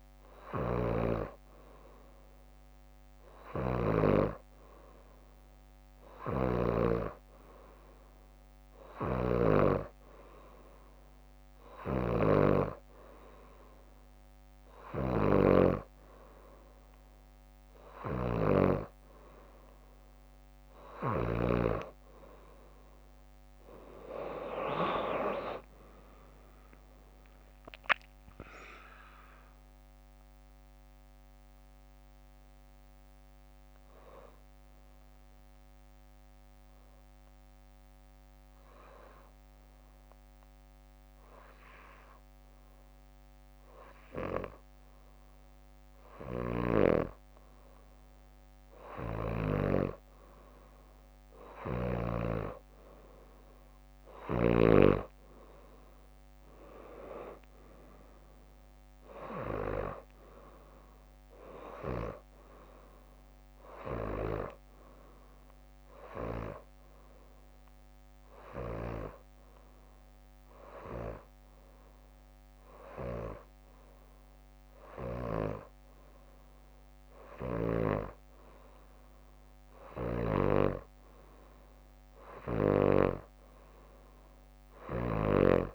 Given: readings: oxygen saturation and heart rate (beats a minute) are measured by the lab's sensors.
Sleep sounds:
breathing in sleep by a microphone on the trachea; 2
0.00-4.00 s: snoring (device-marked)
8.50-18.50 s: snoring (device-marked)
11.00-15.50 s: leg movement (device-marked)
17.50-19.50 s: leg movement (device-marked)
26.50-30.00 s: arousal
28.50-40.50 s: drop in pulse transit time (device-marked, heart rate 64 before, 64 extreme)
32.00-44.00 s: hypopnea (oxygen 94% before, 92% lowest, heart rate 64 before, 61 extreme)
46.00-49.50 s: snoring (device-marked)
47.50-51.00 s: arousal
56.50-58.00 s: leg movement (device-marked)
58.00-61.00 s: leg movement (device-marked)
66.50-78.50 s: hypopnea (oxygen 96% before, 93% lowest, heart rate 64 before, 60 extreme, up 7 after)
73.50-83.50 s: drop in pulse transit time (device-marked, heart rate 66 before, 60 extreme)
80.00-85.00 s: snoring (device-marked)
80.50-83.50 s: arousal
84.50-85.50 s: leg movement (device-marked)
From the record:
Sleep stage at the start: N2 (light sleep); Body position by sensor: upright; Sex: female

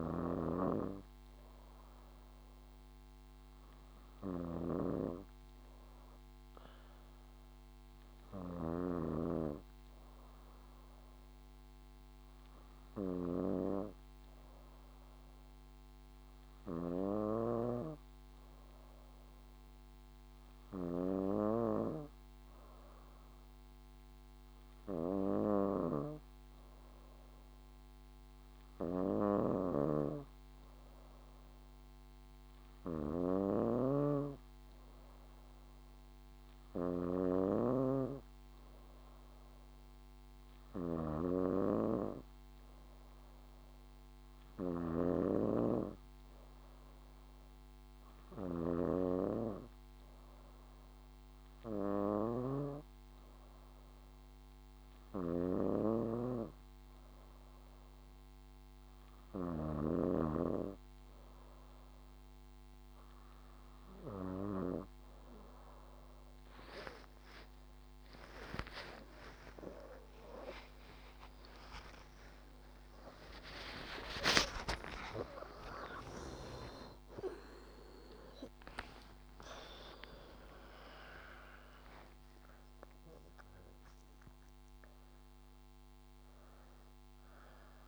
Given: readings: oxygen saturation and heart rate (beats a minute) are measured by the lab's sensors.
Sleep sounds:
breathing in sleep by a microphone on the trachea; none
0.00-65.00 s: snoring (device-marked)
67.50-87.88 s: new sleep stage, awake
From the record:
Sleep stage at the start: N2 (light sleep); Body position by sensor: on the back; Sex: female

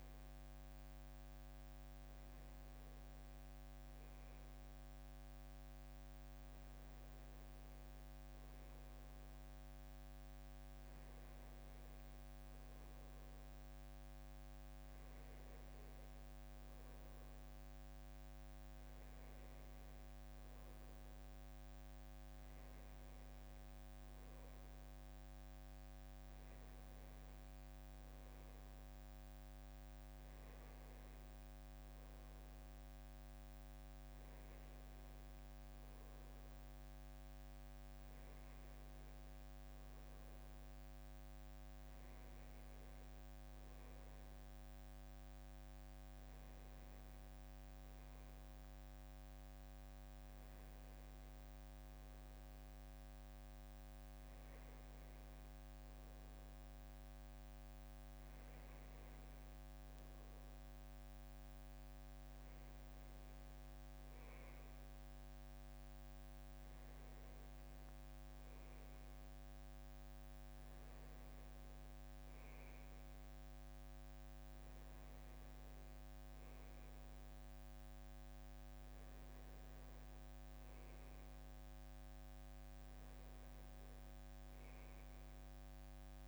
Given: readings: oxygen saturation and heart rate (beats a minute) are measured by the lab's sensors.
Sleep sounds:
a person awake in a sleep study, hard to hear, by a microphone on the trachea; none
none scored
From the record:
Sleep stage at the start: awake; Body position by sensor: on the back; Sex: male

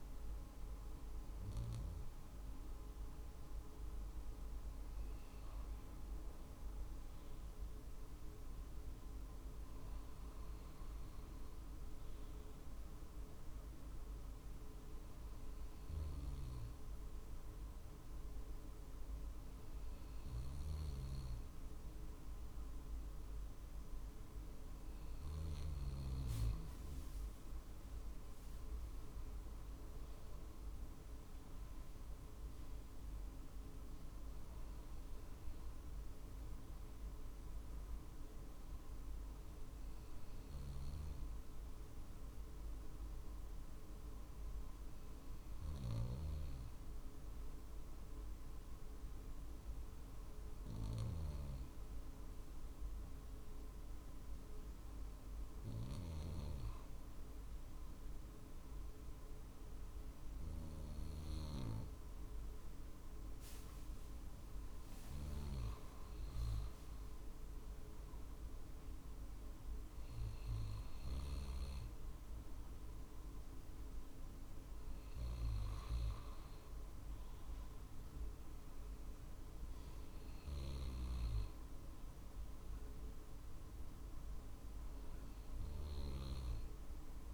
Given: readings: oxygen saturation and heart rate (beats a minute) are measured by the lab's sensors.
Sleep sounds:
breathing in sleep, hard to hear, by a room microphone; 1
12.00-23.00 s: drop in pulse transit time (device-marked, heart rate 50 before, 50 extreme)
31.50-36.00 s: arousal
42.00-64.00 s: obstructive apnea (oxygen 95% before, 93% lowest, heart rate 50 before, 49 extreme, up 3 after)
65.50-68.00 s: arousal
68.00-83.00 s: drop in pulse transit time (device-marked, heart rate 49 before, 50 extreme)
From the record:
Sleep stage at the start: N2 (light sleep); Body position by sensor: on the right side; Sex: male

